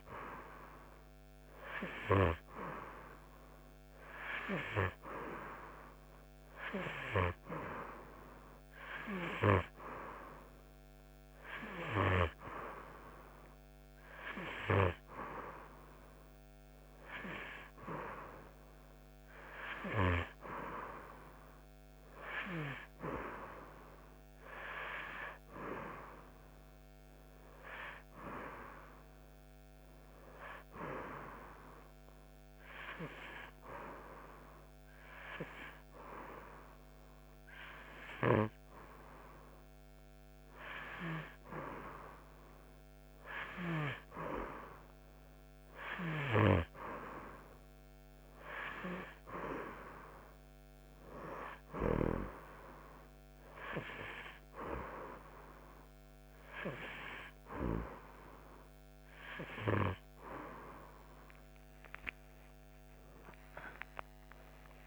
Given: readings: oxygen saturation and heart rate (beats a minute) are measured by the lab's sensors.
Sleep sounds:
breathing in sleep by a microphone on the trachea; 1
23.50-28.00 s: arousal
32.00-43.00 s: hypopnea (oxygen 88% before, 86% lowest, heart rate 141 before, 115 extreme, up 45 after)
53.00-64.87 s: new sleep stage, awake
From the record:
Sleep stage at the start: N2 (light sleep); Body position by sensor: on the back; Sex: female

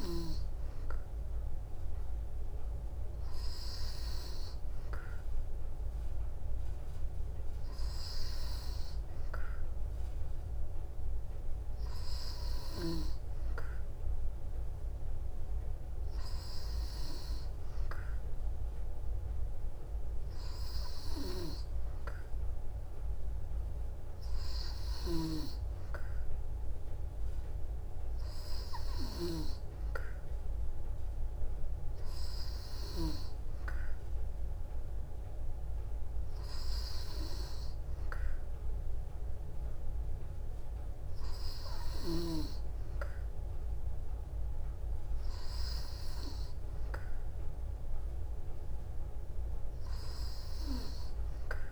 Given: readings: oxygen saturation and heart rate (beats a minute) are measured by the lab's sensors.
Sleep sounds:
breathing in sleep by a room microphone; none
21.00-25.00 s: snoring (device-marked)
From the record:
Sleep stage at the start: N2 (light sleep); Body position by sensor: on the back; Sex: female

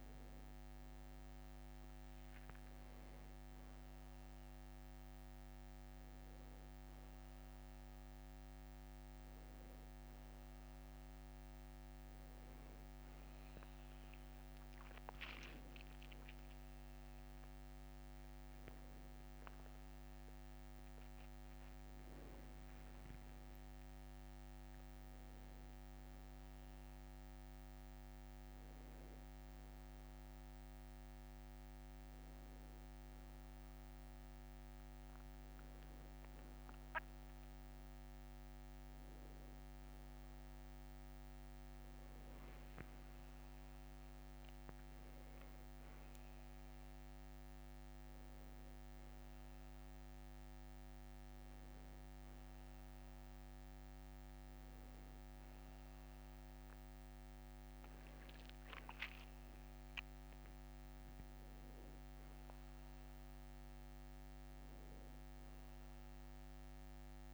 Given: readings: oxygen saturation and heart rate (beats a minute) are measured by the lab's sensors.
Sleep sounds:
breathing in sleep, hard to hear, by a microphone on the trachea; none
53.00-67.34 s: new sleep stage, awake
54.00-56.00 s: long interval between heartbeats (device-marked, heart rate 66 before, 67 extreme)
From the record:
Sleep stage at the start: N1 (lightest sleep); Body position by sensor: on the back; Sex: male

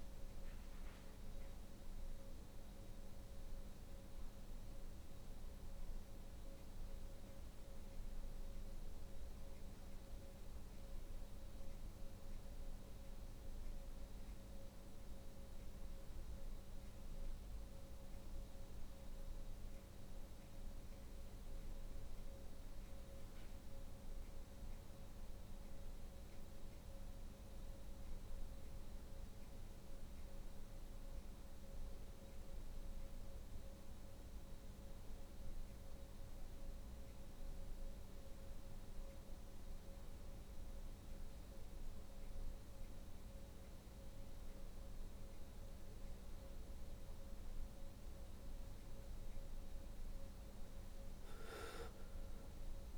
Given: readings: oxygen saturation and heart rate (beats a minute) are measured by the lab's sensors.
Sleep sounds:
breathing in sleep, hard to hear, by a room microphone; none
48.00-51.00 s: arousal
From the record:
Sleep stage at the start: N2 (light sleep); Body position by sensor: on the back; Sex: female

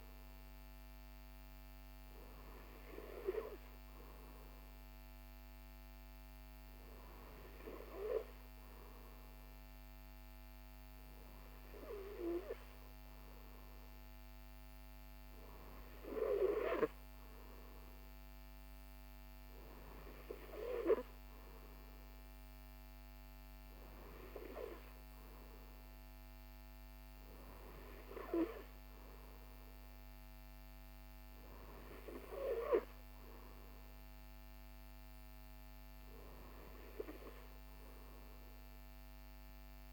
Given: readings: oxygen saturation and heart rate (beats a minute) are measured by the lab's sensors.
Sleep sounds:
breathing in sleep by a microphone on the trachea; none
none scored
From the record:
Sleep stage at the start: N2 (light sleep); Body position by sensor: on the right side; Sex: male

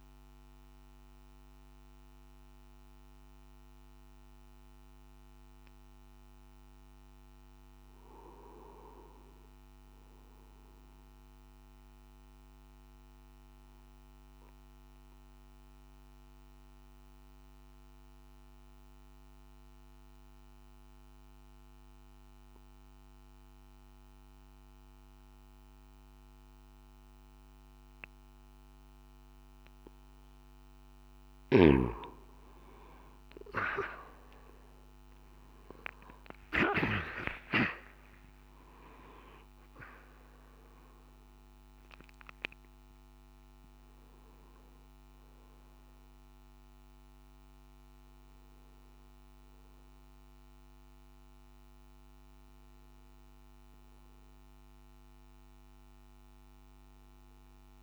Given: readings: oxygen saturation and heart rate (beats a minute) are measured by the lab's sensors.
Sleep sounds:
breathing in sleep by a microphone on the trachea; 1
0.00-4.50 s: oxygen desaturation (device-marked, oxygen 89% lowest, heart rate 53 extreme)
12.50-30.50 s: obstructive apnea (oxygen 99% before, 89% lowest, heart rate 58 before, 53 extreme, up 15 after)
35.50-57.83 s: oxygen desaturation (device-marked, oxygen 97% before, 89% lowest, heart rate 56 before, 63 extreme)
From the record:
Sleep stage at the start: N1 (lightest sleep); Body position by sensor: on the back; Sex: male

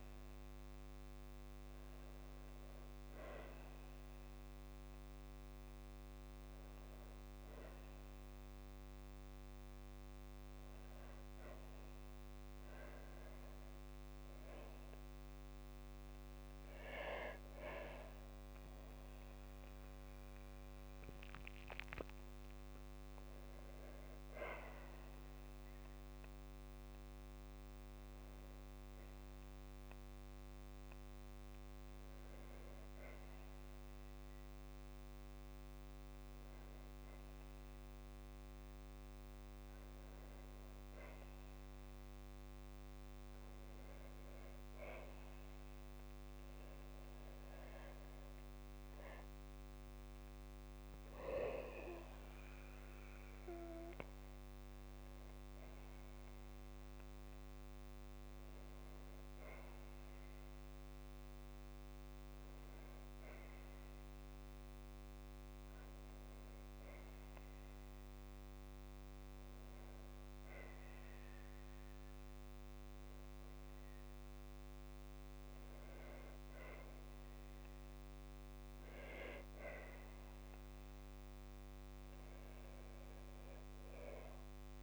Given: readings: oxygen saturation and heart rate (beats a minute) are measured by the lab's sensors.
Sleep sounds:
breathing in sleep by a microphone on the trachea; 2
17.50-22.00 s: arousal
26.00-43.00 s: hypopnea (oxygen 99% before, 98% lowest, heart rate 58 before, 56 extreme, up 3 after)
47.50-52.00 s: arousal
66.50-79.00 s: hypopnea (oxygen 99% before, 97% lowest, heart rate 59 before, 53 extreme, up 5 after)
83.50-84.83 s: arousal
From the record:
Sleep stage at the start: N2 (light sleep); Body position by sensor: on the back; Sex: female

